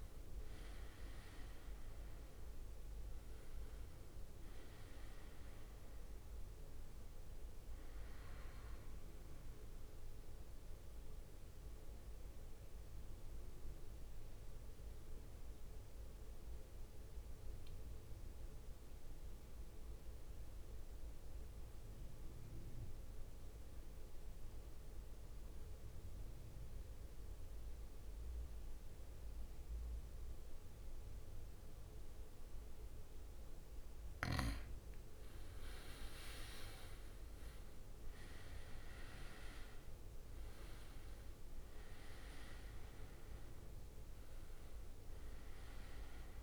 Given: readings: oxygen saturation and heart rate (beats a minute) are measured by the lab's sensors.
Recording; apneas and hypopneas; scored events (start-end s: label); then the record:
breathing in sleep, hard to hear, by a room microphone; 1
0.00-16.00 s: oxygen desaturation (device-marked, oxygen 93% lowest, heart rate 51 extreme)
10.00-33.00 s: mixed apnea (oxygen 98% before, 90% lowest, heart rate 62 before, 52 extreme, up 11 after)
35.00-46.43 s: oxygen desaturation (device-marked, oxygen 98% before, 90% lowest, heart rate 58 before, 52 extreme)
35.50-40.00 s: arousal
From the record:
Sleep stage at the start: N2 (light sleep); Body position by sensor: on the back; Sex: male